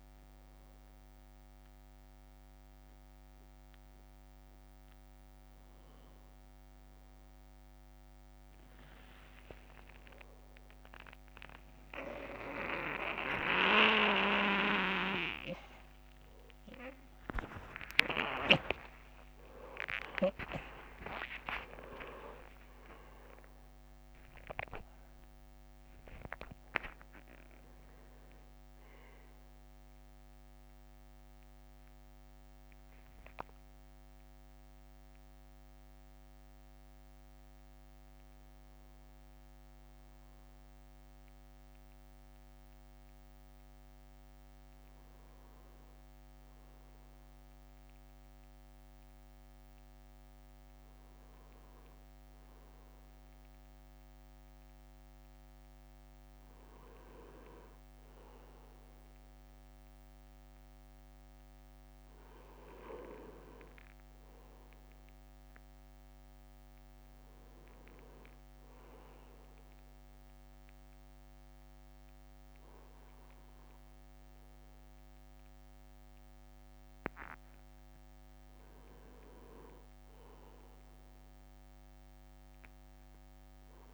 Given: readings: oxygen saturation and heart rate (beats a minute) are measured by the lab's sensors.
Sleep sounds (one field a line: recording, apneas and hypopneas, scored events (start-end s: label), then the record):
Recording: a person partly awake in a sleep study, by a microphone on the trachea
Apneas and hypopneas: 2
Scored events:
0.00-2.00 s: drop in pulse transit time (device-marked, heart rate 60 extreme)
14.00-16.00 s: long interval between heartbeats (device-marked, heart rate 63 before, 96 extreme)
14.00-16.00 s: tachycardia (device-marked, heart rate 55 before, 99 extreme)
17.00-23.00 s: tachycardia (device-marked, heart rate 56 before, 113 extreme)
17.50-19.50 s: long interval between heartbeats (device-marked, heart rate 68 before, 111 extreme)
18.00-31.00 s: drop in pulse transit time (device-marked, heart rate 70 before, 81 extreme)
20.00-22.00 s: long interval between heartbeats (device-marked, heart rate 74 before, 107 extreme)
29.00-59.00 s: new sleep stage, N1 (lightest sleep)
30.50-44.00 s: hypopnea (oxygen 100% before, 96% lowest, heart rate 94 before, 53 extreme)
45.50-49.00 s: arousal
59.00-83.94 s: new sleep stage, N2 (light sleep)
69.50-79.50 s: obstructive apnea (oxygen 100% before, 95% lowest, heart rate 54 before, 52 extreme, up 3 after)
82.50-83.94 s: arousal
From the record:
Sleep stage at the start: awake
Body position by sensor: on the right side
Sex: male